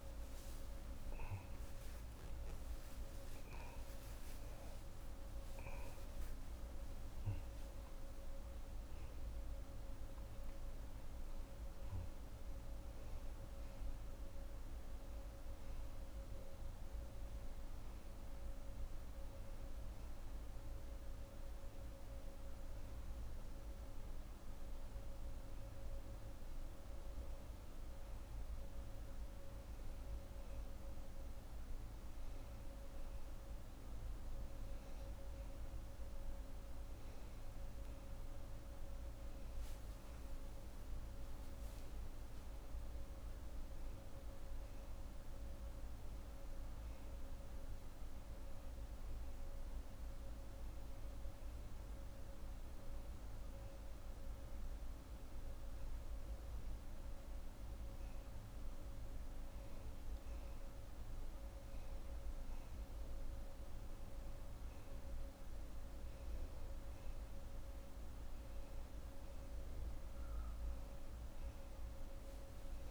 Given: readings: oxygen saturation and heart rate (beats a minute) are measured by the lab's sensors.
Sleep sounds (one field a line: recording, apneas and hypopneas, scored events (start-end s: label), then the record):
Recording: a person awake in a sleep study, hard to hear, by a room microphone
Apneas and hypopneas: none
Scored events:
none scored
From the record:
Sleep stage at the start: awake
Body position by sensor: on the back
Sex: female